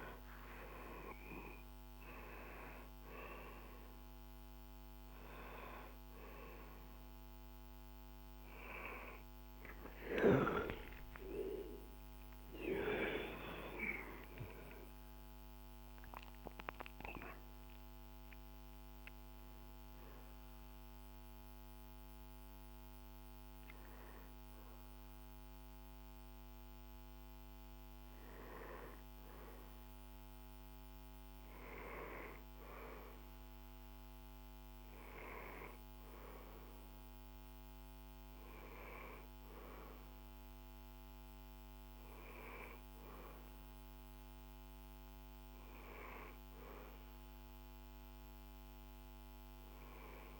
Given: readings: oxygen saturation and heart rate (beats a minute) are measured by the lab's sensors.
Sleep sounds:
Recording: a person partly awake in a sleep study, by a microphone on the trachea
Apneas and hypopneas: none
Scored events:
0.00-1.00 s: oxygen desaturation (device-marked, oxygen 95% lowest, heart rate 77 extreme)
18.00-50.40 s: new sleep stage, N1 (lightest sleep)
38.00-48.00 s: oxygen desaturation (device-marked, oxygen 98% before, 94% lowest, heart rate 77 before, 74 extreme)
From the record:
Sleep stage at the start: awake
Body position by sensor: on the back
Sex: male

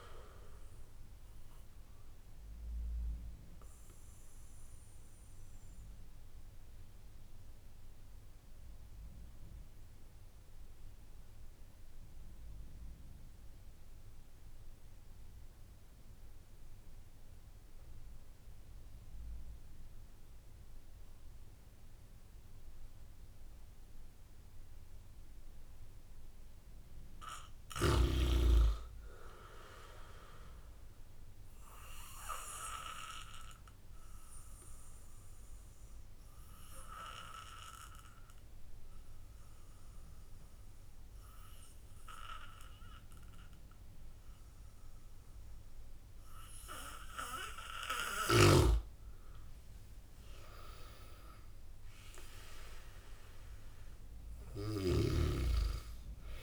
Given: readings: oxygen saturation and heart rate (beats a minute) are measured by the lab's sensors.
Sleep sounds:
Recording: breathing in sleep by a room microphone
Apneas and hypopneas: 2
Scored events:
4.00-25.00 s: obstructive apnea (oxygen 97% before, 93% lowest)
23.50-56.43 s: new sleep stage, N2 (light sleep)
26.50-30.00 s: arousal
31.50-48.50 s: oxygen desaturation (device-marked, oxygen 98% before, 93% lowest)
33.00-48.00 s: obstructive apnea (oxygen 98% before, 93% lowest)
51.00-54.50 s: arousal
From the record:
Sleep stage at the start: N1 (lightest sleep)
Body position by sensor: on the back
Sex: male

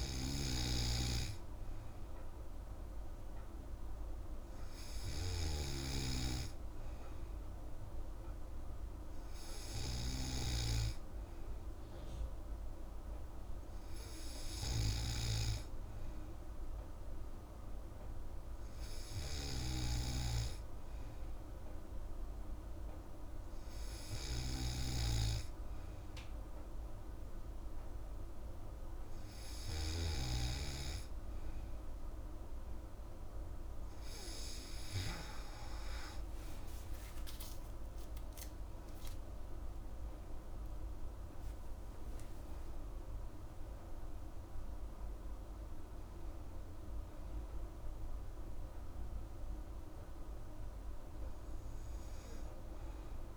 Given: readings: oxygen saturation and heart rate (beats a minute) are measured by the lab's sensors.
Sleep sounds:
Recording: breathing in sleep by a room microphone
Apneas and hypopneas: none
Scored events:
38.00-42.00 s: arousal
From the record:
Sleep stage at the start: N3 (deep sleep)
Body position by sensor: on the back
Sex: female

